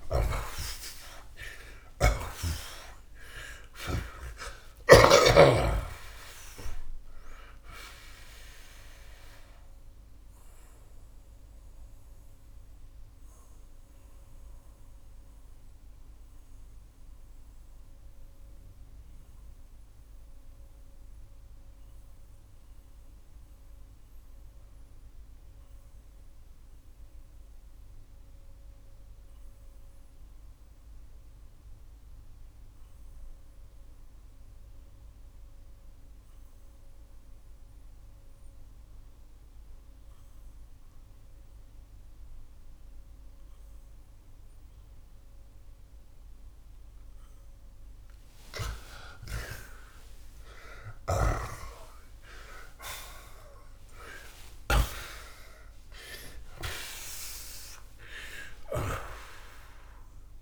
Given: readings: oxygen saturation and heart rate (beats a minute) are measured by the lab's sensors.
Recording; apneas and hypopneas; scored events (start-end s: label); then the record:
breathing in sleep by a room microphone; 1
0.00-2.00 s: arousal
0.00-2.50 s: snoring (device-marked)
4.00-45.00 s: oxygen desaturation (device-marked, oxygen 92% before, 69% lowest)
9.00-47.00 s: obstructive apnea (oxygen 92% before, 69% lowest)
50.50-54.50 s: snoring (device-marked)
50.50-55.00 s: arousal
From the record:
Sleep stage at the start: REM sleep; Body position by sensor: on the back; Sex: male